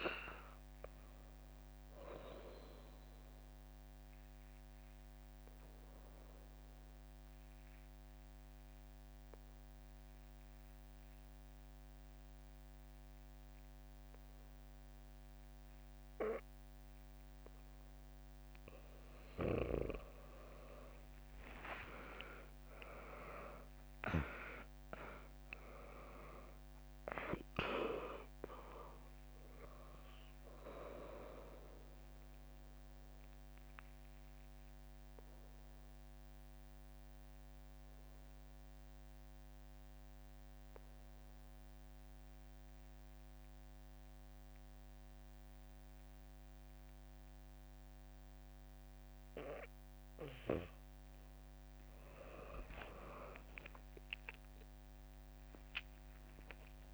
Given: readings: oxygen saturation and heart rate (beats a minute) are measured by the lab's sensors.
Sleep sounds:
breathing in sleep by a microphone on the trachea; 2
0.00-16.50 s: oxygen desaturation (device-marked, oxygen 95% lowest, heart rate 58 extreme)
3.00-17.50 s: obstructive apnea (oxygen 99% before, 95% lowest, heart rate 70 before, 58 extreme)
17.50-19.50 s: bradycardia (device-marked, heart rate 68 before, 63 extreme)
20.50-31.50 s: drop in pulse transit time (device-marked, heart rate 71 before, 58 extreme)
21.50-26.00 s: arousal
32.00-50.00 s: obstructive apnea (oxygen 100% before, 96% lowest, heart rate 65 before, 61 extreme)
53.50-56.94 s: arousal
53.50-56.94 s: drop in pulse transit time (device-marked, heart rate 65 before, 61 extreme)
From the record:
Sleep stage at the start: N2 (light sleep); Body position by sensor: on the back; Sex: female

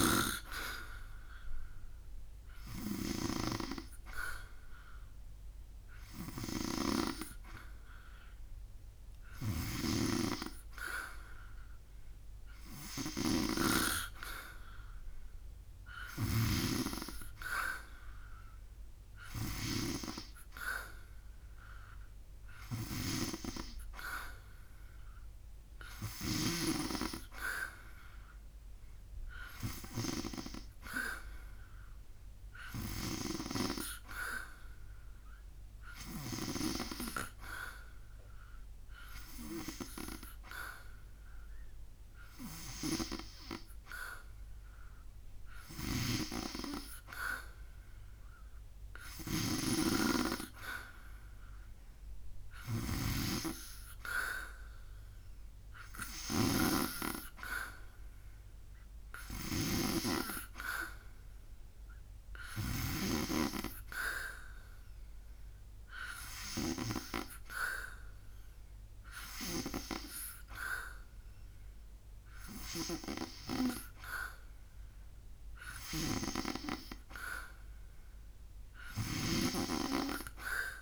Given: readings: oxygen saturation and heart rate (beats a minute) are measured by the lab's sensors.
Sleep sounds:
breathing in sleep by a room microphone; none
9.00-19.50 s: snoring (device-marked)
48.50-62.50 s: snoring (device-marked)
From the record:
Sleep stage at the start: N2 (light sleep); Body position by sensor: on the back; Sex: male

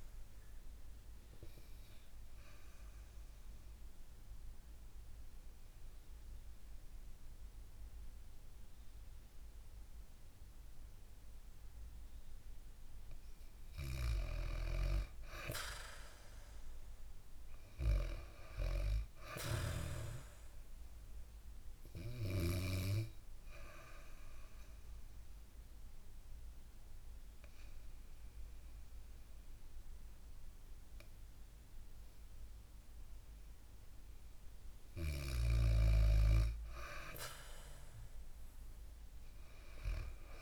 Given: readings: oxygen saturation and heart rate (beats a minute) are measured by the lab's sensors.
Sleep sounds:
breathing in sleep by a room microphone; 2
0.00-12.50 s: oxygen desaturation (device-marked, oxygen 95% lowest, heart rate 61 extreme)
2.50-12.50 s: mixed apnea (oxygen 99% before, 95% lowest, heart rate 66 before, 61 extreme, up 7 after)
16.00-20.00 s: arousal
19.50-30.50 s: oxygen desaturation (device-marked, oxygen 99% before, 95% lowest, heart rate 66 before, 61 extreme)
24.00-35.00 s: obstructive apnea (oxygen 99% before, 95% lowest, heart rate 66 before, 61 extreme, up 4 after)
37.50-40.42 s: arousal
From the record:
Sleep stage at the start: N2 (light sleep); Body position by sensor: on the back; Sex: female

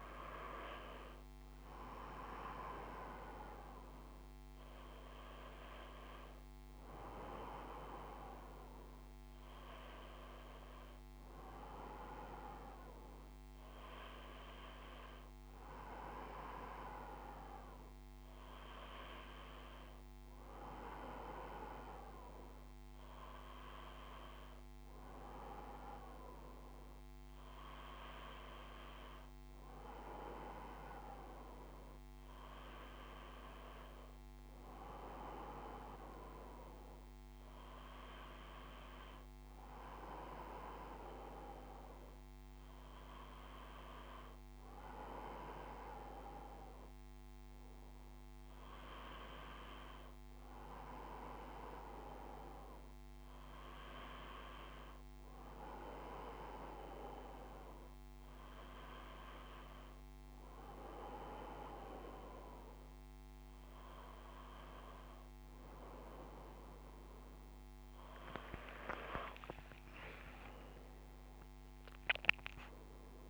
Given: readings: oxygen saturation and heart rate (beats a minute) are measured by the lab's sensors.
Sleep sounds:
breathing in sleep by a microphone on the trachea; none
none scored
From the record:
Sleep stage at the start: N1 (lightest sleep); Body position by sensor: on the back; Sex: male

